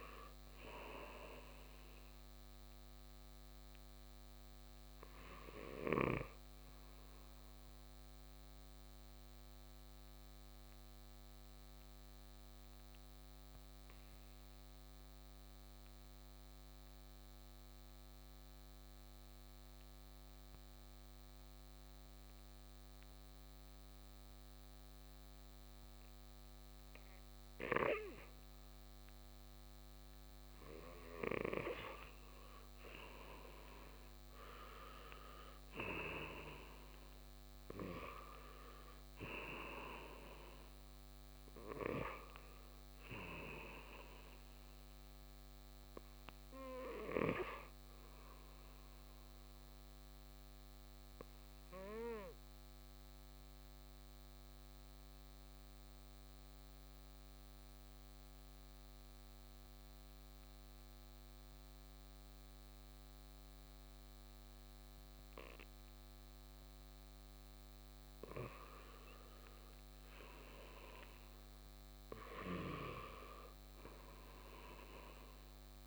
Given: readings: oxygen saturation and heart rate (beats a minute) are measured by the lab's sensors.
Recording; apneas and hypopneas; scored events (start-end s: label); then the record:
breathing in sleep by a microphone on the trachea; 2
0.00-13.00 s: oxygen desaturation (device-marked, oxygen 88% lowest, heart rate 57 extreme)
3.50-33.00 s: mixed apnea (oxygen 95% before, 88% lowest, heart rate 65 before, 54 extreme, up 3 after)
30.00-44.00 s: oxygen desaturation (device-marked, oxygen 98% before, 93% lowest, heart rate 58 before, 53 extreme)
34.50-37.50 s: arousal
46.50-69.50 s: mixed apnea (oxygen 99% before, 93% lowest, heart rate 60 before, 53 extreme, up 8 after)
71.00-75.00 s: arousal
From the record:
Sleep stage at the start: N2 (light sleep); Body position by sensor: on the right side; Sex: male